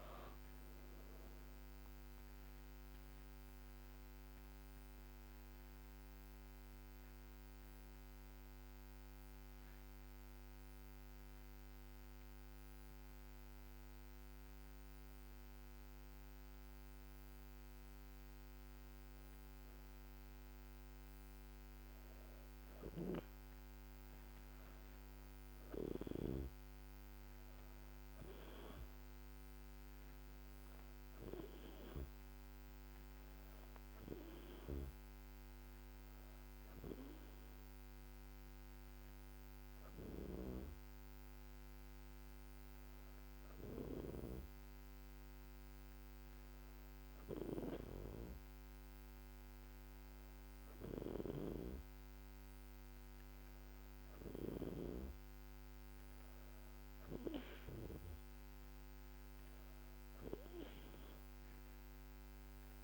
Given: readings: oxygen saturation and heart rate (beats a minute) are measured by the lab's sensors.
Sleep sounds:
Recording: breathing in sleep by a microphone on the trachea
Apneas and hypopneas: 1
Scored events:
3.50-20.00 s: hypopnea (oxygen 97% before, 95% lowest, heart rate 77 before, 73 extreme, up 3 after)
24.50-28.50 s: arousal
29.00-45.00 s: oxygen desaturation (device-marked, oxygen 99% before, 95% lowest, heart rate 74 before, 73 extreme)
From the record:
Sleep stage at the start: N2 (light sleep)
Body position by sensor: on the back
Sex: female

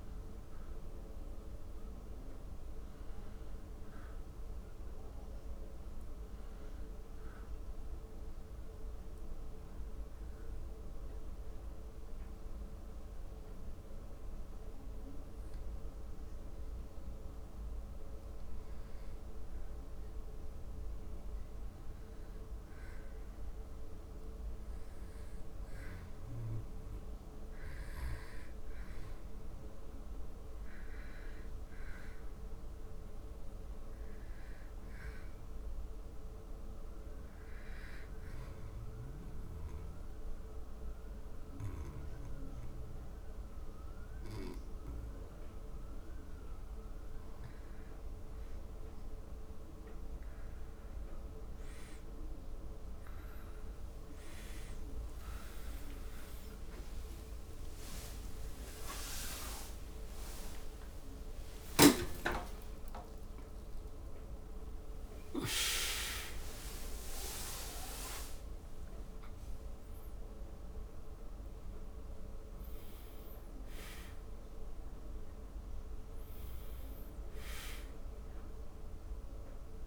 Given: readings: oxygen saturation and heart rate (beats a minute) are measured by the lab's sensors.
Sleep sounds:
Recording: breathing in sleep by a room microphone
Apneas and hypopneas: 2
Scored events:
2.00-5.50 s: arousal
8.50-19.50 s: obstructive apnea (oxygen 97% before, 92% lowest, heart rate 85 before, 76 extreme, up 3 after)
22.50-26.50 s: arousal
26.50-37.50 s: oxygen desaturation (device-marked, oxygen 95% before, 92% lowest, heart rate 80 before, 77 extreme)
37.50-47.50 s: obstructive apnea (oxygen 95% before, 92% lowest, heart rate 78 before, 77 extreme, up 7 after)
55.50-61.00 s: arousal
62.00-64.00 s: long interval between heartbeats (device-marked, heart rate 82 before, 112 extreme)
70.50-79.87 s: new sleep stage, N1 (lightest sleep)
From the record:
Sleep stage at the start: N2 (light sleep)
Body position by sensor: on the back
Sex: male

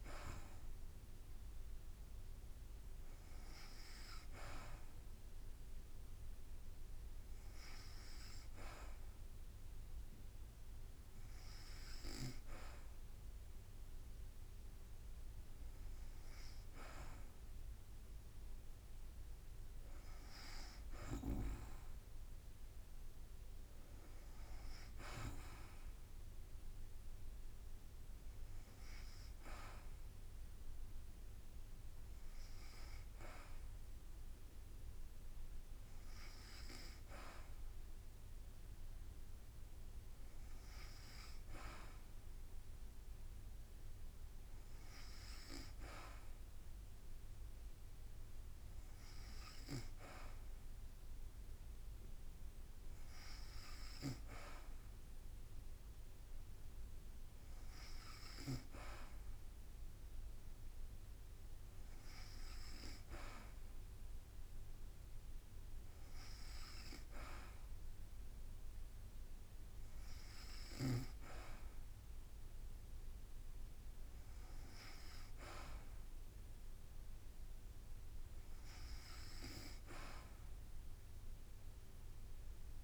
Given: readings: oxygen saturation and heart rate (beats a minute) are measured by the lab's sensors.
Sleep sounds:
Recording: breathing in sleep by a room microphone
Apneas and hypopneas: none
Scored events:
16.00-31.00 s: drop in pulse transit time (device-marked, heart rate 54 before, 54 extreme)
From the record:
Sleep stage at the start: N2 (light sleep)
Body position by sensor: on the back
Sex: female

